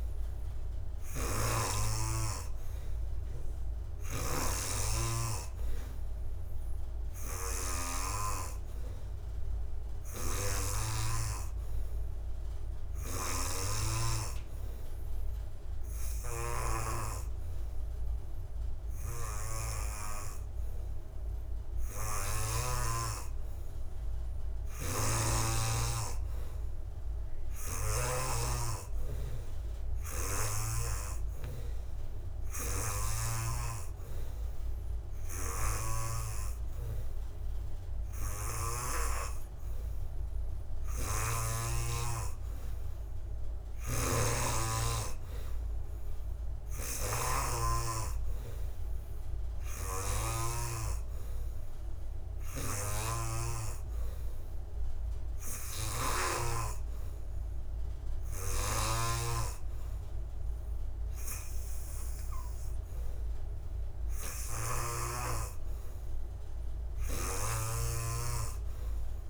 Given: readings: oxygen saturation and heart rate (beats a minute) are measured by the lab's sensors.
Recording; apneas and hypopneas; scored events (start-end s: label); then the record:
breathing in sleep by a room microphone; none
31.00-44.00 s: oxygen desaturation (device-marked, oxygen 93% before, 89% lowest)
From the record:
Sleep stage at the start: N3 (deep sleep); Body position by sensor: on the back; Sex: male